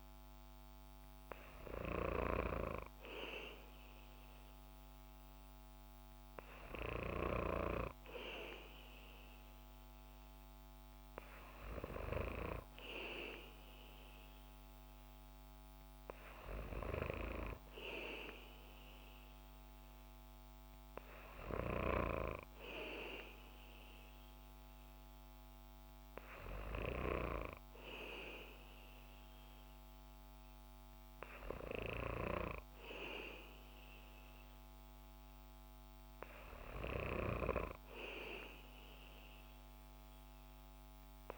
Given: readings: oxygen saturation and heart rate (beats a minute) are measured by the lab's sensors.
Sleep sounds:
breathing in sleep by a microphone on the trachea; none
none scored
From the record:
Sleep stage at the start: N2 (light sleep); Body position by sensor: on the back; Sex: female

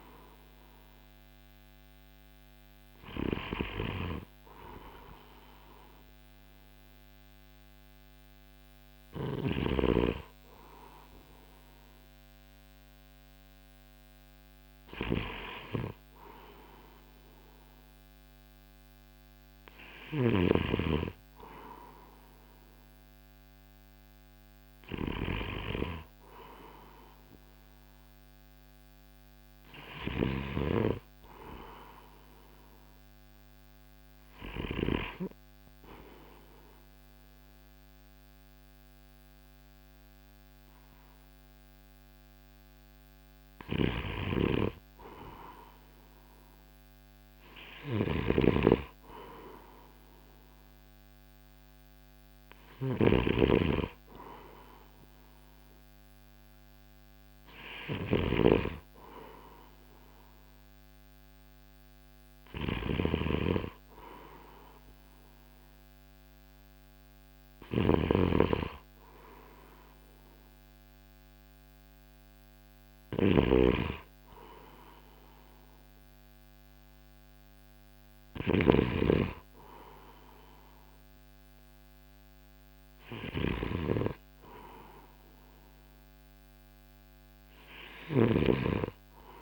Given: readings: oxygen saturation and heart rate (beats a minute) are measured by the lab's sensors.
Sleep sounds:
breathing in sleep by a microphone on the trachea; none
29.50-34.50 s: snoring (device-marked)
43.50-89.42 s: snoring (device-marked)
From the record:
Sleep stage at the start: N2 (light sleep); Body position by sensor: on the right side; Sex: male

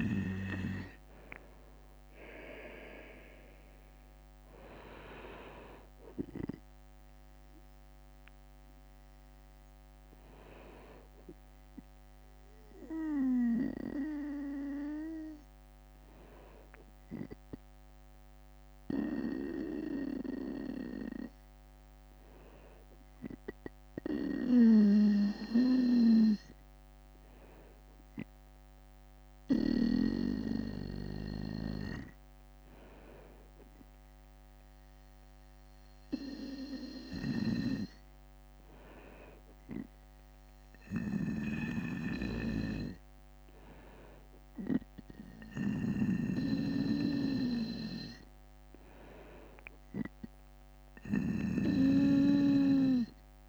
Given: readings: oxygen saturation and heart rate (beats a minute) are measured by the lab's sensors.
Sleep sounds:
breathing in sleep by a microphone on the trachea; none
0.00-10.50 s: drop in pulse transit time (device-marked, heart rate 52 extreme)
3.50-31.50 s: bradycardia (device-marked, heart rate 56 before, 50 extreme)
27.50-41.50 s: drop in pulse transit time (device-marked, heart rate 54 before, 58 extreme)
35.50-51.50 s: bradycardia (device-marked, heart rate 56 before, 55 extreme)
36.50-53.49 s: snoring (device-marked)
From the record:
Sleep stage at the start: N2 (light sleep); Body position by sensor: on the right side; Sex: male

